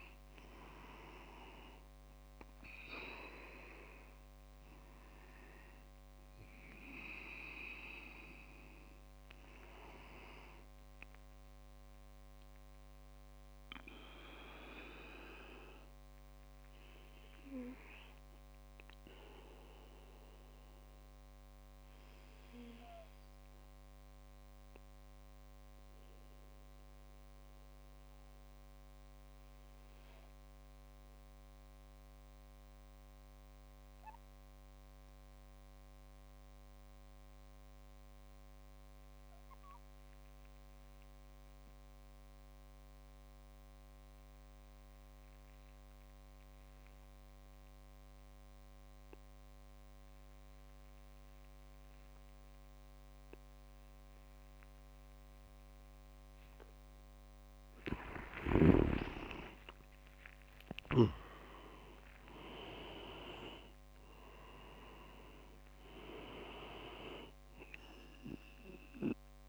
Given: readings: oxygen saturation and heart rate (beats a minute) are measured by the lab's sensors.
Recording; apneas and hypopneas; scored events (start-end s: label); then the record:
breathing in sleep by a microphone on the trachea; 1
0.00-2.50 s: arousal
0.00-15.00 s: oxygen desaturation (device-marked, oxygen 94% lowest, heart rate 59 extreme)
13.00-56.00 s: obstructive apnea (oxygen 98% before, 93% lowest)
51.00-69.49 s: oxygen desaturation (device-marked, oxygen 98% before, 93% lowest)
55.00-58.00 s: tachycardia (device-marked, heart rate 65 before, 88 extreme)
57.50-60.50 s: leg movement (device-marked)
58.50-62.00 s: arousal
From the record:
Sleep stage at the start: N2 (light sleep); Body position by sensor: on the back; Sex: male